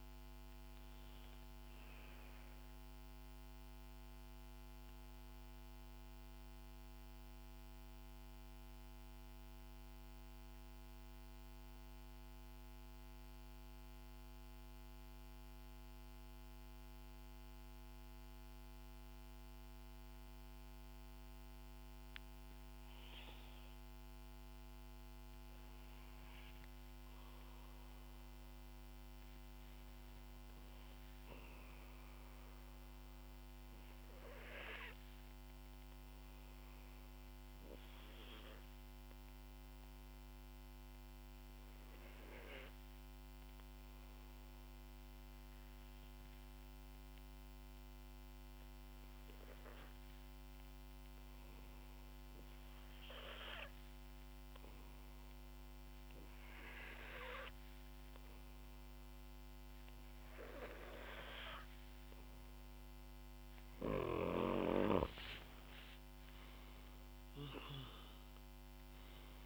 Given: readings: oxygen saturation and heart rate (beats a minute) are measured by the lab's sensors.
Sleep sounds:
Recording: breathing in sleep by a microphone on the trachea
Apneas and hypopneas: 2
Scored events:
7.50-21.50 s: central apnea (oxygen 94% before, 91% lowest, heart rate 62 before, 57 extreme, up 3 after)
24.50-28.50 s: arousal
34.50-47.50 s: oxygen desaturation (device-marked, oxygen 97% before, 93% lowest, heart rate 59 before, 57 extreme)
35.00-63.00 s: obstructive apnea (oxygen 98% before, 91% lowest, heart rate 59 before, 56 extreme, up 5 after)
63.50-67.50 s: snoring (device-marked)
65.00-69.46 s: arousal
From the record:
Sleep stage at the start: N2 (light sleep)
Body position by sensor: on the back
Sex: female

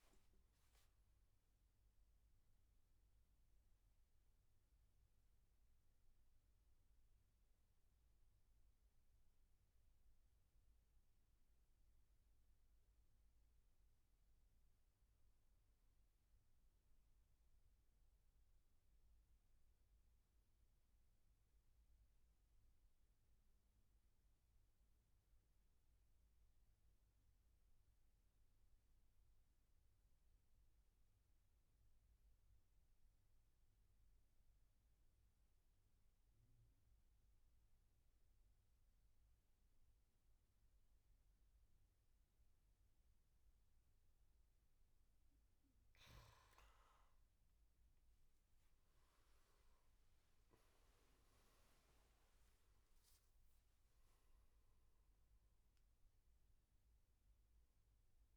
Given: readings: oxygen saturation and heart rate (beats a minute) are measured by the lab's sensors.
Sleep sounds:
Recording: breathing in sleep, hard to hear, by a room microphone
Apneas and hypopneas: 1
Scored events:
0.00-11.00 s: oxygen desaturation (device-marked, oxygen 92% lowest, heart rate 61 extreme)
12.00-15.00 s: arousal
17.50-44.50 s: mixed apnea (oxygen 96% before, 91% lowest, heart rate 66 before, 62 extreme, up 18 after)
37.00-58.37 s: oxygen desaturation (device-marked, oxygen 99% before, 91% lowest, heart rate 69 before, 62 extreme)
47.00-51.00 s: arousal
From the record:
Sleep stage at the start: N2 (light sleep)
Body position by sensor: on the back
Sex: male

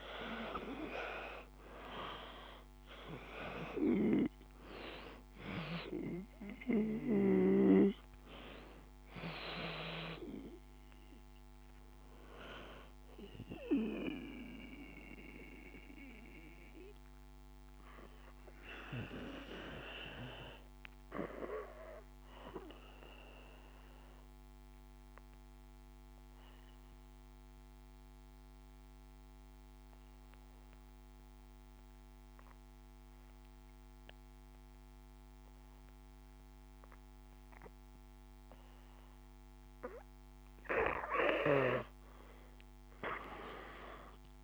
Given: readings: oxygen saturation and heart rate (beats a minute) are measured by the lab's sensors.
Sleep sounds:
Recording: breathing in sleep by a microphone on the trachea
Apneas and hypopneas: 1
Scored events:
0.00-2.50 s: arousal
0.00-25.00 s: oxygen desaturation (device-marked, oxygen 88% lowest, heart rate 52 extreme)
13.00-40.00 s: obstructive apnea (oxygen 97% before, 88% lowest, heart rate 55 before, 51 extreme, up 3 after)
43.00-44.44 s: arousal
From the record:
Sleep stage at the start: N2 (light sleep)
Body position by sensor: on the back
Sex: male

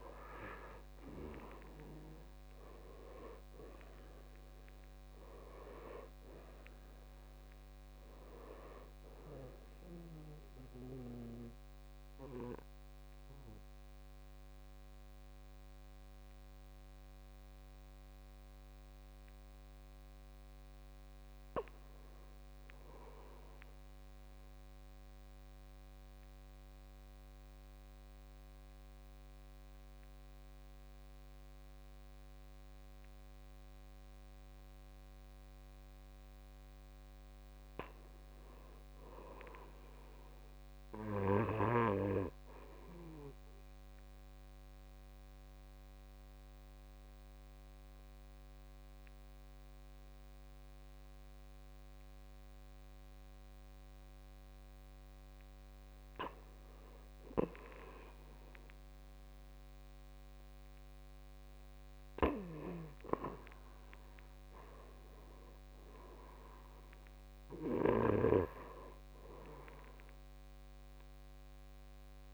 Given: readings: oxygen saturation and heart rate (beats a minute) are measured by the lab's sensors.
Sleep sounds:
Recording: breathing in sleep by a microphone on the trachea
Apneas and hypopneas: 2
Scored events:
0.00-15.00 s: oxygen desaturation (device-marked, oxygen 84% lowest, heart rate 57 extreme)
23.00-37.00 s: obstructive apnea (oxygen 99% before, 89% lowest, heart rate 63 before, 60 extreme, up 4 after)
31.00-56.00 s: oxygen desaturation (device-marked, oxygen 98% before, 89% lowest, heart rate 60 before, 60 extreme)
38.00-40.50 s: arousal
43.50-54.50 s: obstructive apnea (oxygen 99% before, 87% lowest, heart rate 61 before, 60 extreme, up 4 after)
61.50-66.00 s: arousal
63.00-72.34 s: oxygen desaturation (device-marked, oxygen 95% before, 89% lowest, heart rate 62 before, 53 extreme)
From the record:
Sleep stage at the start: N2 (light sleep)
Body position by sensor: on the back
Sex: male

